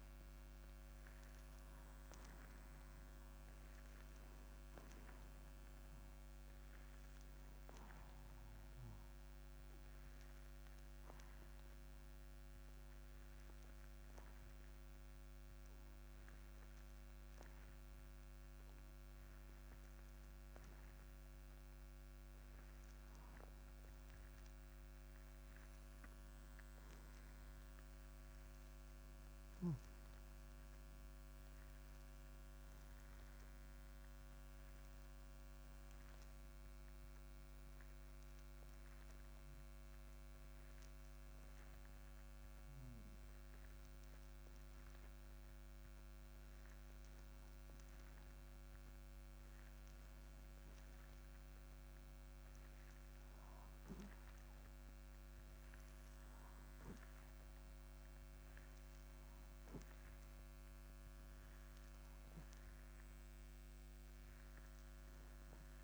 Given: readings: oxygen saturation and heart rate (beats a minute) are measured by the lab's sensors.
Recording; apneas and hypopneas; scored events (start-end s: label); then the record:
breathing in sleep, hard to hear, by a microphone on the trachea; 2
6.00-10.00 s: arousal
12.50-22.50 s: obstructive apnea (oxygen 94% before, 89% lowest, heart rate 64 before, 61 extreme, up 4 after)
22.50-33.50 s: oxygen desaturation (device-marked, oxygen 94% before, 89% lowest, heart rate 63 before, 63 extreme)
27.00-31.00 s: arousal
38.00-48.50 s: hypopnea (oxygen 94% before, 91% lowest, heart rate 64 before, 62 extreme, up 1 after)
50.50-53.50 s: arousal
51.50-59.50 s: oxygen desaturation (device-marked, oxygen 95% before, 91% lowest, heart rate 66 before, 60 extreme)
From the record:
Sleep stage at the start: N2 (light sleep); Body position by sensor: on the back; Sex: male